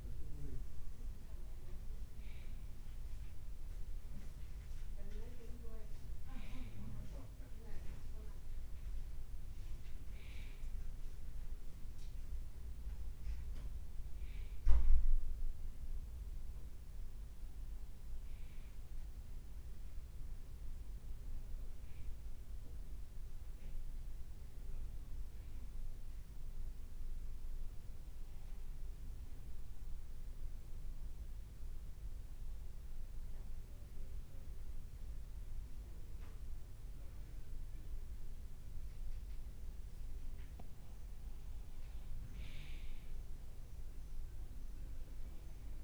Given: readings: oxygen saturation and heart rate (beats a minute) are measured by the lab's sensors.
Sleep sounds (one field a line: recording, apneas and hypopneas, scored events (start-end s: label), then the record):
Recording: breathing in sleep by a room microphone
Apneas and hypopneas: 1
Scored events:
15.50-22.00 s: leg movement (device-marked)
26.50-38.50 s: mixed apnea (oxygen 97% before, 93% lowest, heart rate 64 before, 58 extreme, up 1 after)
42.00-45.84 s: arousal
From the record:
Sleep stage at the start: N2 (light sleep)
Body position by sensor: on the right side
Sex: male